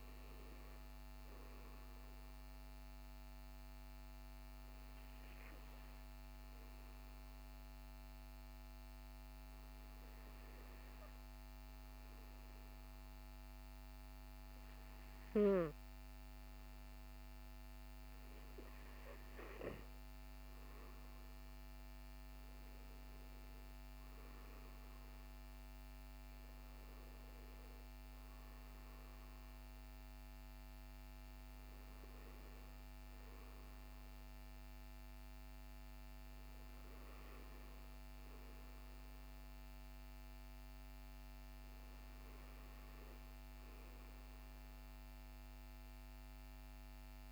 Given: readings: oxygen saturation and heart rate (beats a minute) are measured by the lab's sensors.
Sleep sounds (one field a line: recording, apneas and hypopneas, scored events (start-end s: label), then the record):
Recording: breathing in sleep, hard to hear, by a microphone on the trachea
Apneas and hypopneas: 1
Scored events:
1.50-16.00 s: hypopnea (oxygen 97% before, 94% lowest, heart rate 58 before, 53 extreme, up 5 after)
17.00-20.50 s: arousal
From the record:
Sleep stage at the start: N2 (light sleep)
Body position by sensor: on the back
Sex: male